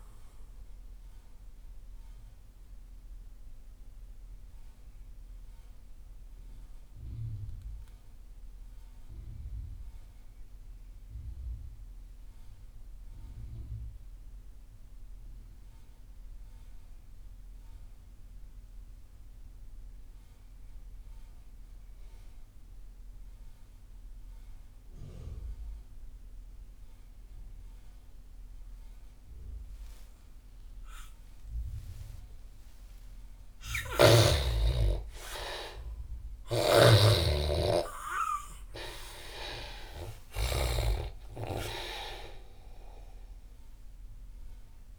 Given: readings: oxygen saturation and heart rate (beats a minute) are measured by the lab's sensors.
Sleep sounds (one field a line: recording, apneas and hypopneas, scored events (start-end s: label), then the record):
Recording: breathing in sleep by a room microphone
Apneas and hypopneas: 1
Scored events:
0.00-14.50 s: oxygen desaturation (device-marked, oxygen 75% lowest)
1.50-32.00 s: mixed apnea (oxygen 98% before, 75% lowest)
29.50-44.99 s: oxygen desaturation (device-marked, oxygen 98% before, 78% lowest)
33.50-38.50 s: arousal
36.00-40.00 s: snoring (device-marked)
From the record:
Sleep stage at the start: N2 (light sleep)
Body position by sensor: on the back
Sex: male